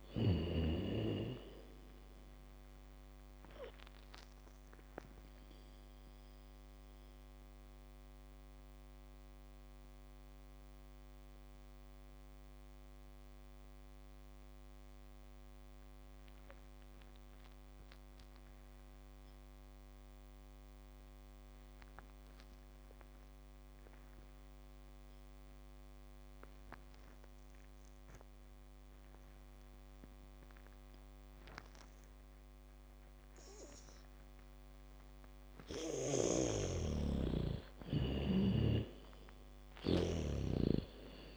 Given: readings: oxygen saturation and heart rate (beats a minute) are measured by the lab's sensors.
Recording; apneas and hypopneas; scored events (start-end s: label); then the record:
breathing in sleep by a microphone on the trachea; 1
0.00-2.50 s: bradycardia (device-marked, heart rate 28 extreme)
0.00-18.50 s: oxygen desaturation (device-marked, oxygen 81% lowest, heart rate 28 extreme)
6.00-35.50 s: mixed apnea (oxygen 99% before, 78% lowest, heart rate 53 before, 28 extreme)
25.50-41.37 s: oxygen desaturation (device-marked, oxygen 98% before, 78% lowest, heart rate 76 before, 28 extreme)
27.50-41.37 s: bradycardia (device-marked, heart rate 64 before, 28 extreme)
38.50-41.37 s: snoring (device-marked)
39.00-41.37 s: arousal
From the record:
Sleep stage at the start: N2 (light sleep); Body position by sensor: on the back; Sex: female